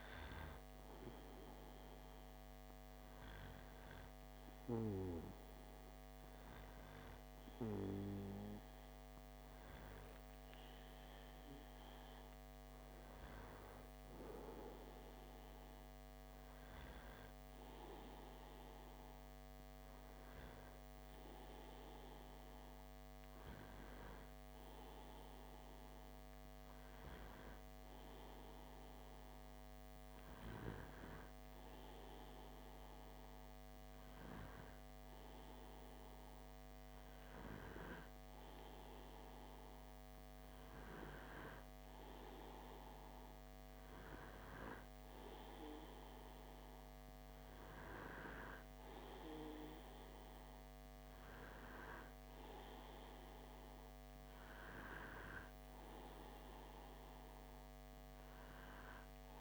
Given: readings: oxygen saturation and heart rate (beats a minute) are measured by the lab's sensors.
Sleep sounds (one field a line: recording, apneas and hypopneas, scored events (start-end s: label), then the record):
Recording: breathing in sleep by a microphone on the trachea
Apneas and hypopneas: 1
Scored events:
21.50-38.50 s: hypopnea (oxygen 95% before, 92% lowest)
40.00-44.00 s: arousal
From the record:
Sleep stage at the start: N2 (light sleep)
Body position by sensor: on the back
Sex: male